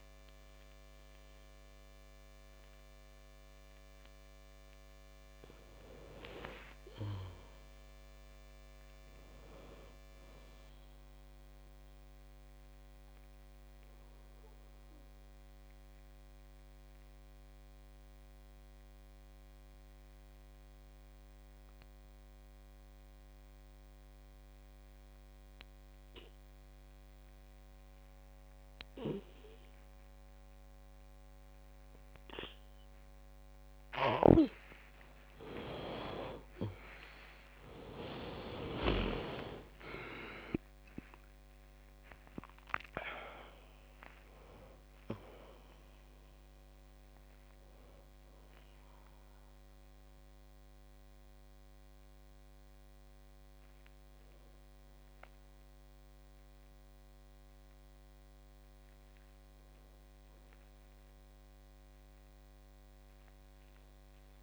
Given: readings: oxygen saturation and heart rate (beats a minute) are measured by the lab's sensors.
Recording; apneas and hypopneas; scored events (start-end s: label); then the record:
breathing in sleep by a microphone on the trachea; 1
0.00-10.00 s: oxygen desaturation (device-marked, oxygen 93% lowest, heart rate 50 extreme)
7.50-10.50 s: arousal
13.00-34.00 s: obstructive apnea (oxygen 98% before, 89% lowest, heart rate 60 before, 52 extreme, up 53 after)
35.00-64.43 s: new sleep stage, N1 (lightest sleep)
35.00-64.43 s: oxygen desaturation (device-marked, oxygen 97% before, 89% lowest, heart rate 53 before, 53 extreme)
35.50-40.00 s: arousal
From the record:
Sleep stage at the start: N2 (light sleep); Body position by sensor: on the back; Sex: female